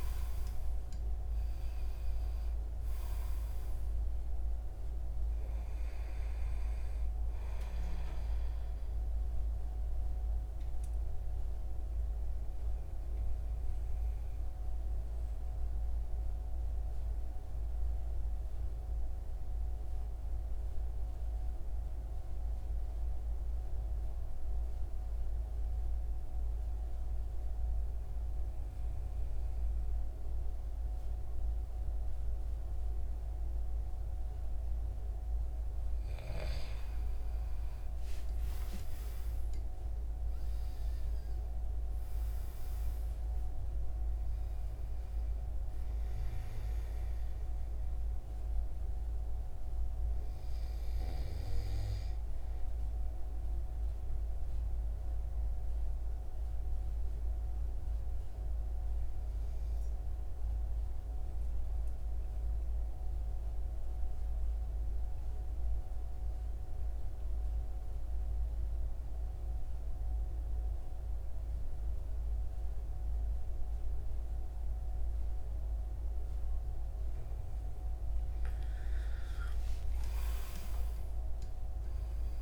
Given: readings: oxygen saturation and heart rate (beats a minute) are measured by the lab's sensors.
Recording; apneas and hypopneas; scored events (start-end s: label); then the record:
breathing in sleep, hard to hear, by a room microphone; 2
0.00-22.50 s: oxygen desaturation (device-marked, oxygen 91% lowest, heart rate 73 extreme)
9.00-33.50 s: mixed apnea (oxygen 97% before, 91% lowest, heart rate 80 before, 73 extreme, up 6 after)
36.50-41.50 s: arousal
40.50-61.50 s: oxygen desaturation (device-marked, oxygen 96% before, 91% lowest, heart rate 76 before, 73 extreme)
53.00-76.50 s: obstructive apnea (oxygen 97% before, 91% lowest, heart rate 77 before, 72 extreme, up 4 after)
78.50-82.42 s: oxygen desaturation (device-marked, oxygen 96% before, 91% lowest, heart rate 78 before, 72 extreme)
79.00-82.42 s: arousal
From the record:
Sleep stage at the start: N2 (light sleep); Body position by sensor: on the right side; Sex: male